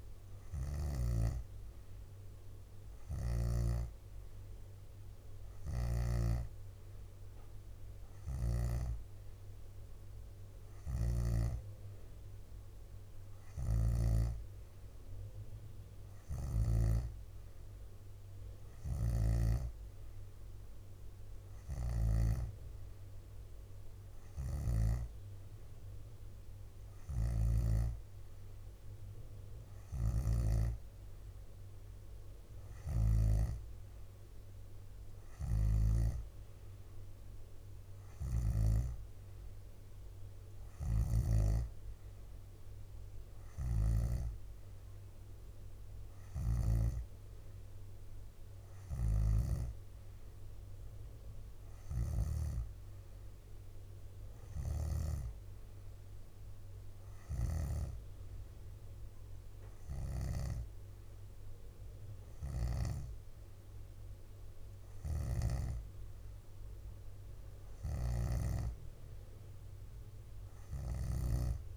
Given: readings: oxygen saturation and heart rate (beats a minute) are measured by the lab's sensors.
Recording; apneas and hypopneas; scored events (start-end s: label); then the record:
breathing in sleep by a room microphone; none
0.00-1.00 s: snoring (device-marked)
8.00-11.50 s: snoring (device-marked)
13.50-17.00 s: snoring (device-marked)
21.50-25.00 s: snoring (device-marked)
27.00-33.50 s: snoring (device-marked)
32.50-34.00 s: leg movement (device-marked)
40.50-47.00 s: snoring (device-marked)
49.00-52.50 s: snoring (device-marked)
53.00-66.00 s: drop in pulse transit time (device-marked, heart rate 67 before, 65 extreme)
54.50-55.50 s: leg movement (device-marked)
56.50-61.00 s: leg movement (device-marked)
57.00-60.50 s: snoring (device-marked)
62.00-66.50 s: leg movement (device-marked)
From the record:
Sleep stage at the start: N3 (deep sleep); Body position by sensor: on the back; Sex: female